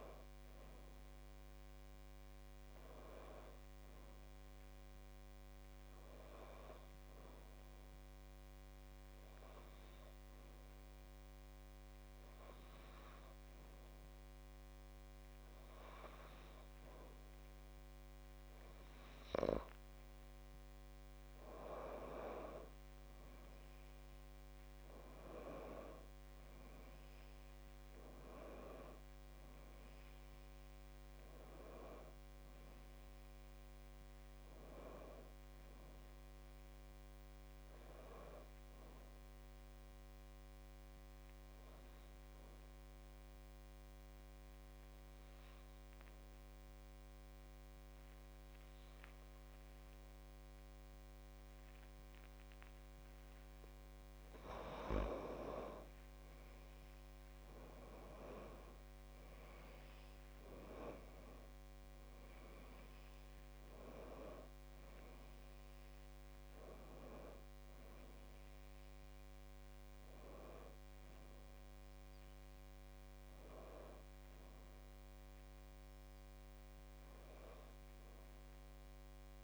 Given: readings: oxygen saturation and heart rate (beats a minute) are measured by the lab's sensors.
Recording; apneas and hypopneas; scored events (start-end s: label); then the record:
breathing in sleep by a microphone on the trachea; none
55.00-59.50 s: arousal
61.00-79.44 s: oxygen desaturation (device-marked, oxygen 97% before, 91% lowest, heart rate 58 before, 54 extreme)
From the record:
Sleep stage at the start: N2 (light sleep); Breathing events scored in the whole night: 264 in 3.9 hours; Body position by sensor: on the back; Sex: female